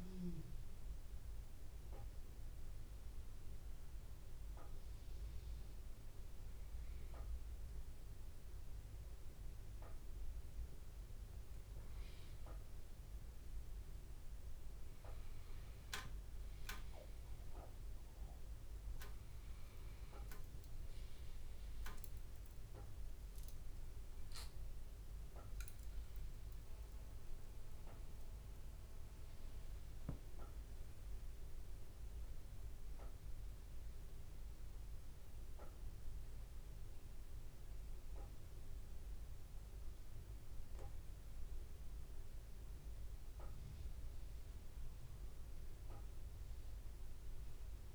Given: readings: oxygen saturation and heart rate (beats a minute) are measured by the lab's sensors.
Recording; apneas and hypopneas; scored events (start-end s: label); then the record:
breathing in sleep by a room microphone; none
none scored
From the record:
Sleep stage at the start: N2 (light sleep); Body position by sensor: on the back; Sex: male